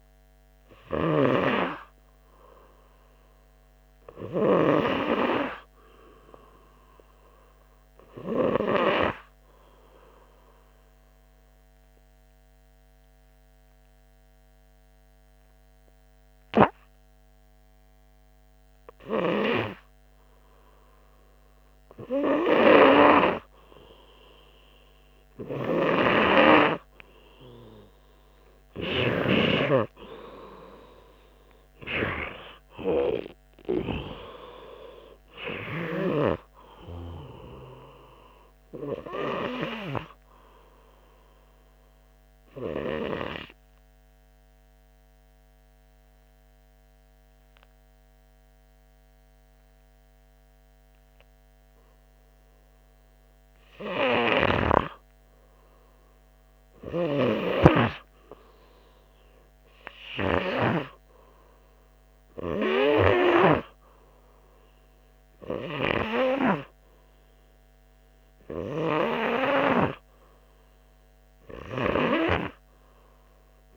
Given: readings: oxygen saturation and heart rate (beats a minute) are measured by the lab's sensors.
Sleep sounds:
breathing in sleep by a microphone on the trachea; 2
0.00-32.00 s: oxygen desaturation (device-marked, oxygen 86% lowest, heart rate 83 extreme)
4.50-9.00 s: arousal
11.50-21.50 s: obstructive apnea (oxygen 96% before, 86% lowest, heart rate 86 before, 83 extreme, up 2 after)
24.50-28.50 s: arousal
44.00-54.00 s: obstructive apnea (oxygen 98% before, 95% lowest, heart rate 87 before, 84 extreme, up 1 after)
56.00-59.50 s: arousal
From the record:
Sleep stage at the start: N2 (light sleep); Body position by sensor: on the right side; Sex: male

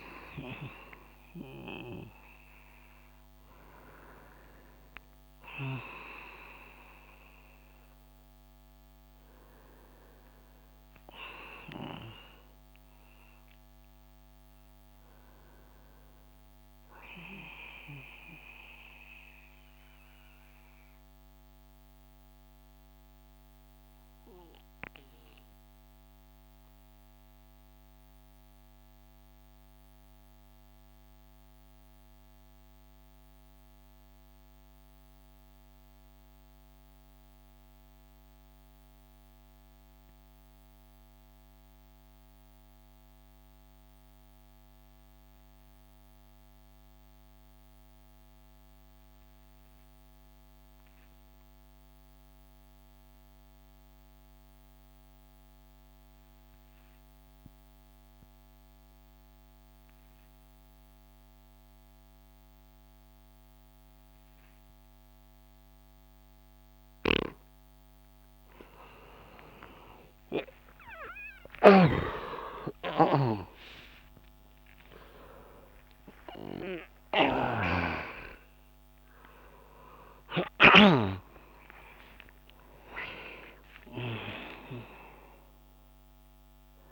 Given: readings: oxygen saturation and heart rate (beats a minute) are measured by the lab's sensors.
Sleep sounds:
breathing in sleep by a microphone on the trachea; 1
0.00-18.50 s: oxygen desaturation (device-marked, oxygen 90% lowest)
18.00-68.00 s: mixed apnea (oxygen 95% before, 88% lowest)
46.50-81.50 s: oxygen desaturation (device-marked, oxygen 98% before, 90% lowest)
66.50-86.92 s: snoring (device-marked)
68.50-86.92 s: new sleep stage, awake
From the record:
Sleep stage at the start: N2 (light sleep); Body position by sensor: on the back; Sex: male

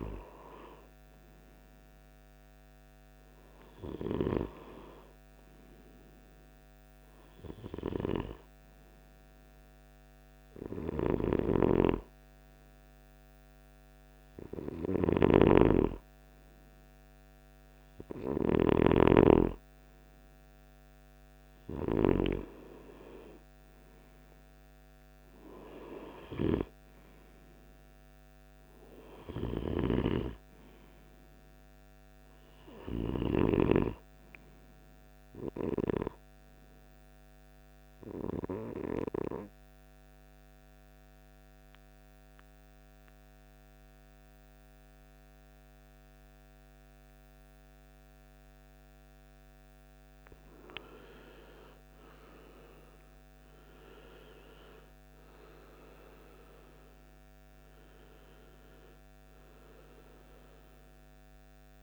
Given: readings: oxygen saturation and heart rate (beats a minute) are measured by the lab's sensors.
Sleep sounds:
breathing in sleep by a microphone on the trachea; 1
0.00-1.00 s: arousal
13.50-17.50 s: snoring (device-marked)
28.50-32.50 s: snoring (device-marked)
37.00-49.50 s: central apnea (oxygen 97% before, 91% lowest, heart rate 63 before, 52 extreme, up 16 after)
56.00-60.50 s: arousal
From the record:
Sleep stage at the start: REM sleep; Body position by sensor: on the right side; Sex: male

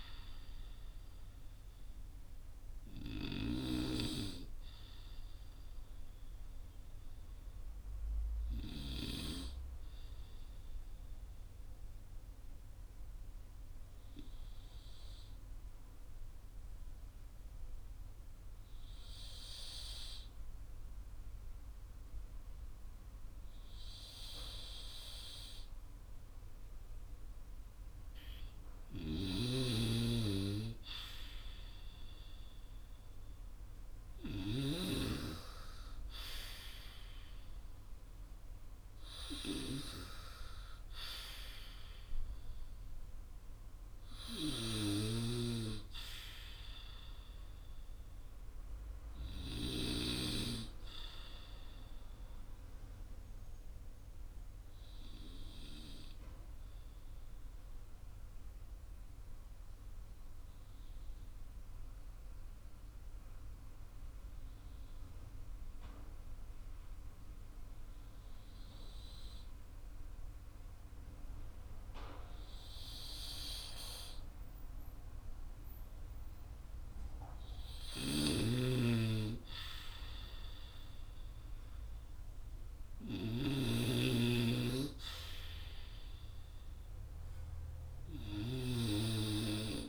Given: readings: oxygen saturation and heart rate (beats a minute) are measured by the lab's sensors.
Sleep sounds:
breathing in sleep by a room microphone; 2
4.00-27.00 s: obstructive apnea (oxygen 97% before, 92% lowest, heart rate 54 before, 40 extreme, up 14 after)
28.00-33.50 s: snoring (device-marked)
30.50-35.50 s: arousal
51.50-76.00 s: obstructive apnea (oxygen 96% before, 91% lowest, heart rate 52 before, 40 extreme, up 19 after)
77.00-87.50 s: snoring (device-marked)
82.00-86.50 s: arousal
82.50-89.89 s: oxygen desaturation (device-marked, oxygen 96% before, 91% lowest, heart rate 50 before, 37 extreme)
From the record:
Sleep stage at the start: N2 (light sleep); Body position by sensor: on the right side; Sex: male

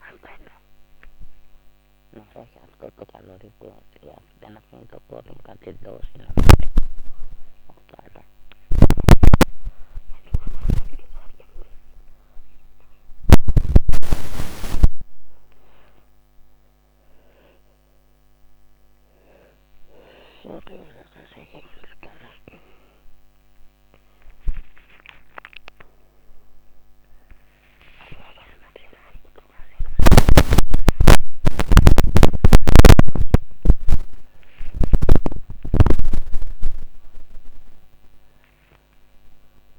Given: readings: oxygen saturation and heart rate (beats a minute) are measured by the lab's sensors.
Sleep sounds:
a person awake in a sleep study, by a microphone on the trachea; none
18.00-23.00 s: oxygen desaturation (device-marked, oxygen 97% before, 91% lowest, heart rate 89 before, 52 extreme)
From the record:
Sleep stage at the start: awake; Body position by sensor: on the back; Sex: female

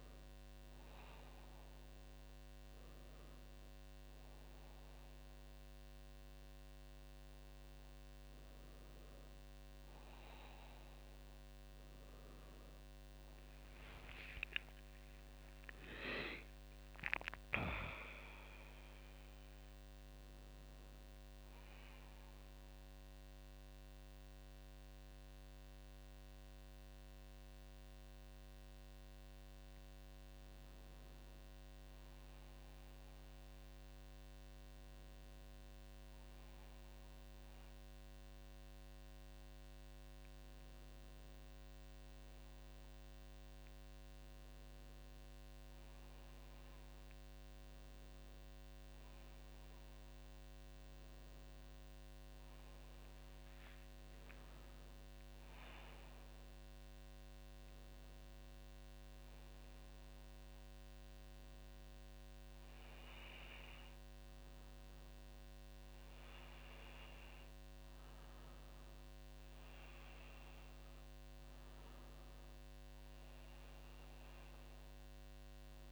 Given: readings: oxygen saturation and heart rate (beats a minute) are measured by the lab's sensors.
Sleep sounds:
breathing in sleep, hard to hear, by a microphone on the trachea; none
13.50-17.50 s: arousal
From the record:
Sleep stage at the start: N2 (light sleep); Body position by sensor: on the back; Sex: female

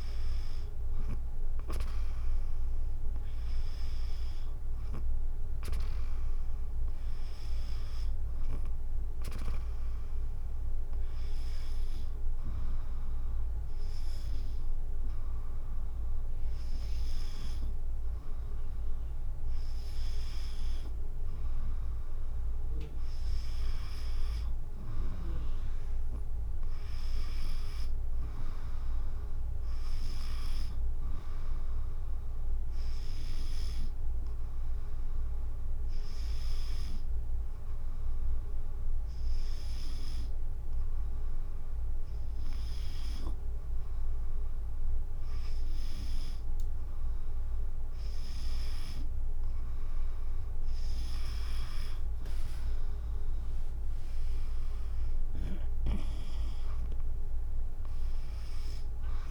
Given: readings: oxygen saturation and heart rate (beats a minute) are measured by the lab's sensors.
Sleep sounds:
breathing in sleep by a room microphone; 1
35.00-47.50 s: hypopnea (oxygen 96% before, 93% lowest, heart rate 57 before, 48 extreme, up 14 after)
52.00-59.31 s: drop in pulse transit time (device-marked, heart rate 55 before, 56 extreme)
56.00-59.31 s: arousal
From the record:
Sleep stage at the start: N2 (light sleep); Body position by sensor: on the back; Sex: female

